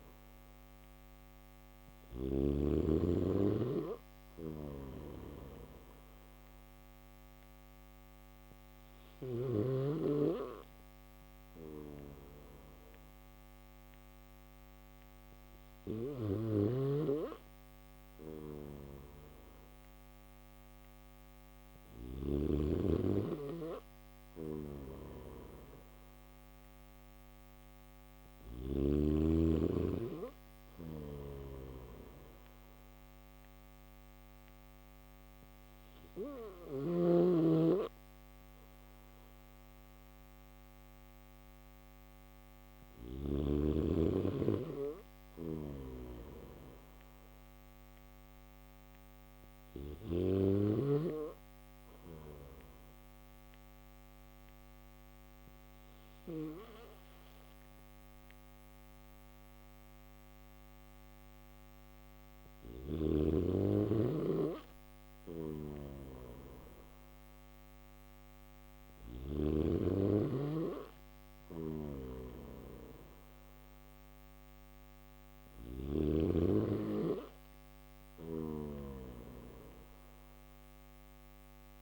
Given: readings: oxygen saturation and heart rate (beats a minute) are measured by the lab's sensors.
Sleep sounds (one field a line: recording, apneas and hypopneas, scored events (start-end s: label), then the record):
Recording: breathing in sleep by a microphone on the trachea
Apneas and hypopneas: none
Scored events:
0.00-1.50 s: snoring (device-marked)
3.50-8.50 s: snoring (device-marked)
17.00-21.00 s: snoring (device-marked)
23.00-27.50 s: snoring (device-marked)
29.50-42.00 s: snoring (device-marked)
44.00-49.00 s: snoring (device-marked)
64.00-68.00 s: snoring (device-marked)
70.00-81.50 s: snoring (device-marked)
From the record:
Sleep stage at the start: N1 (lightest sleep)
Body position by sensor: on the back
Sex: male